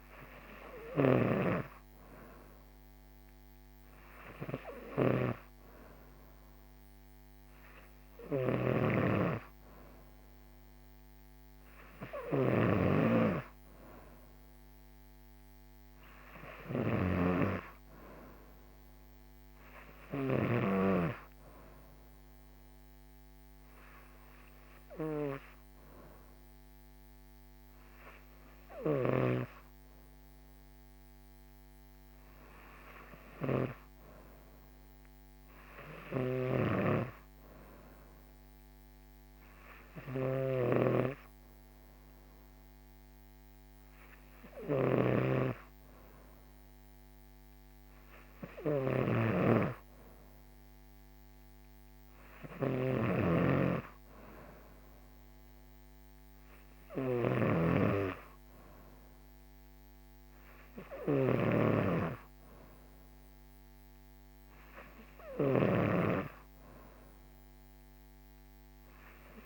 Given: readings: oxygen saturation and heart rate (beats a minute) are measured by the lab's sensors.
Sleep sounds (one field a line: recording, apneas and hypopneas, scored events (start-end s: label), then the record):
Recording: breathing in sleep by a microphone on the trachea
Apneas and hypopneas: none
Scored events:
0.00-1.50 s: snoring (device-marked)
8.50-20.50 s: snoring (device-marked)
36.00-69.46 s: snoring (device-marked)
From the record:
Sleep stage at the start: N2 (light sleep)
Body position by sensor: on the right side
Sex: female